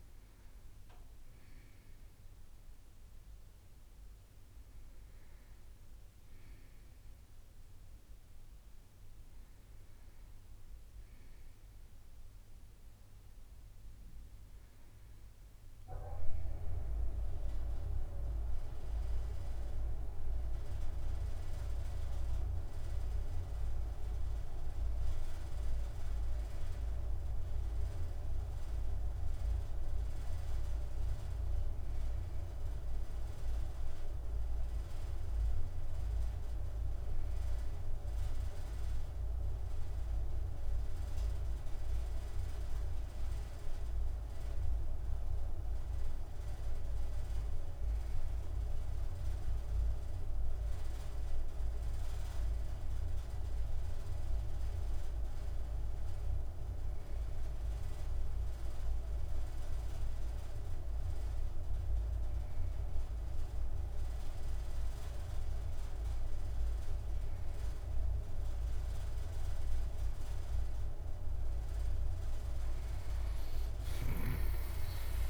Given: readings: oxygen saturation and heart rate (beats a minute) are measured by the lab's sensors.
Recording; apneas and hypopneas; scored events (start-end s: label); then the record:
a person awake in a sleep study, by a room microphone; none
none scored
From the record:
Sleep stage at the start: awake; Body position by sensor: on the right side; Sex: male